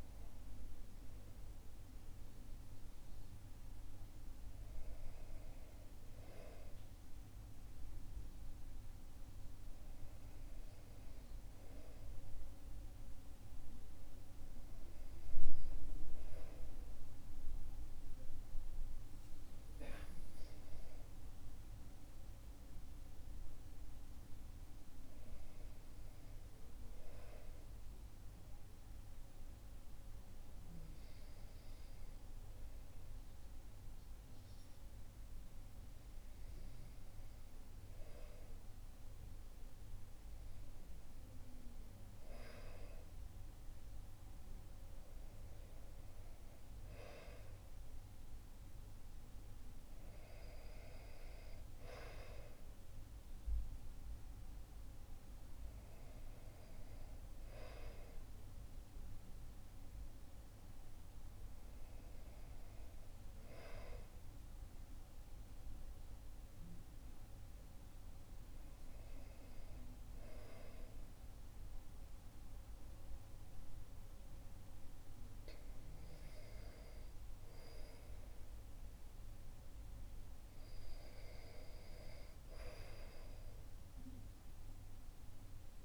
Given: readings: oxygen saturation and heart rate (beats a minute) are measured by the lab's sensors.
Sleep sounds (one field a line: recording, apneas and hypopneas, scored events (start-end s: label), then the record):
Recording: breathing in sleep by a room microphone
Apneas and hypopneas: none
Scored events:
none scored
From the record:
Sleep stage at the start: REM sleep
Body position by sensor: on the back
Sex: male